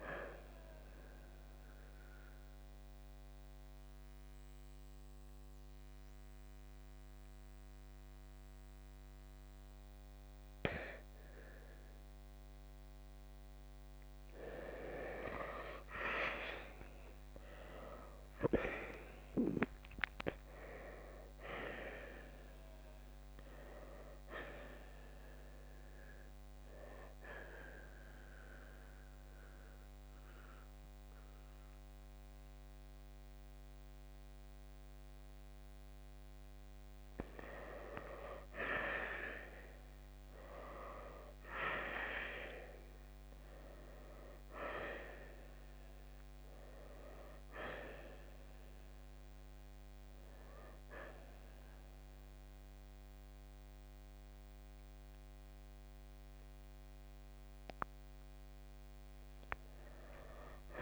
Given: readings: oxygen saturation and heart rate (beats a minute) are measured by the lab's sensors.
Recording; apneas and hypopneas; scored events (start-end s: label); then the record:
breathing in sleep by a microphone on the trachea; 2
0.00-4.50 s: oxygen desaturation (device-marked, oxygen 89% lowest, heart rate 54 extreme)
1.00-11.50 s: central apnea (oxygen 94% before, 86% lowest, heart rate 65 before, 54 extreme, up 3 after)
16.00-20.50 s: arousal
18.50-24.50 s: oxygen desaturation (device-marked, oxygen 94% before, 88% lowest, heart rate 63 before, 52 extreme)
28.00-38.00 s: central apnea (oxygen 94% before, 86% lowest, heart rate 62 before, 52 extreme, up 12 after)
39.50-43.00 s: arousal
39.50-53.50 s: oxygen desaturation (device-marked, oxygen 94% before, 86% lowest, heart rate 66 before, 59 extreme)
From the record:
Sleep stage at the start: N2 (light sleep); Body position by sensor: on the right side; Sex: male